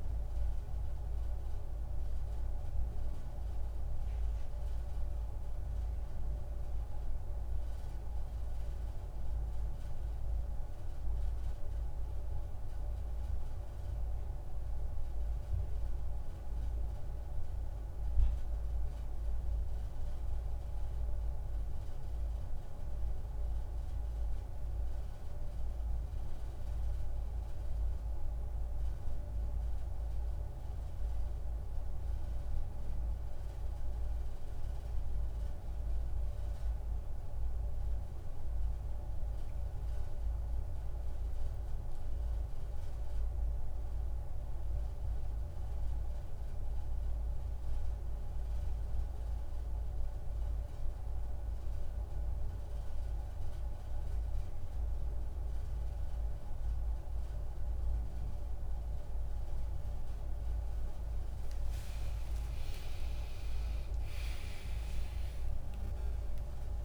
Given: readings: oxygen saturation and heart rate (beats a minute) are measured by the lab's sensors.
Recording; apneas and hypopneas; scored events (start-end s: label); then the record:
breathing in sleep, hard to hear, by a room microphone; none
62.00-66.85 s: new sleep stage, awake
From the record:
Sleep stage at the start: N1 (lightest sleep); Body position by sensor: on the back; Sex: male